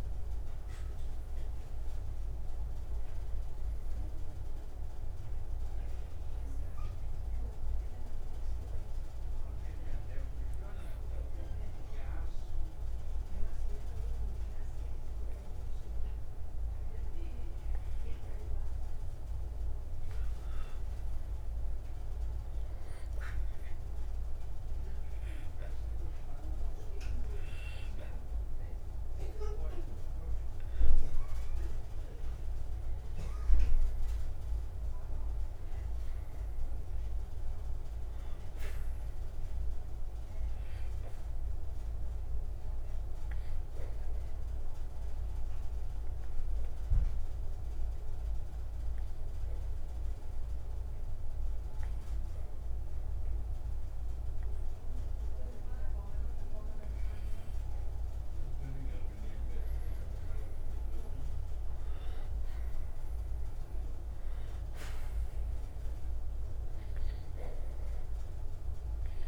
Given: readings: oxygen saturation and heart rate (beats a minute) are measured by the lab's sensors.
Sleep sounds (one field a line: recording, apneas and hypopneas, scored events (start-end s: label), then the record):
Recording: breathing in sleep, hard to hear, by a room microphone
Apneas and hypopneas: 2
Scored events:
0.00-11.00 s: oxygen desaturation (device-marked, oxygen 87% lowest, heart rate 170 extreme)
8.00-20.50 s: obstructive apnea (oxygen 95% before, 90% lowest, heart rate 191 before, 143 extreme, up 19 after)
23.50-27.50 s: arousal
33.00-52.00 s: oxygen desaturation (device-marked, oxygen 96% before, 92% lowest, heart rate 185 before, 59 extreme)
42.00-58.00 s: obstructive apnea (oxygen 98% before, 90% lowest, heart rate 172 before, 59 extreme, up 22 after)
59.50-63.50 s: arousal
From the record:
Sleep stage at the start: N2 (light sleep)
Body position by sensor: on the right side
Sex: male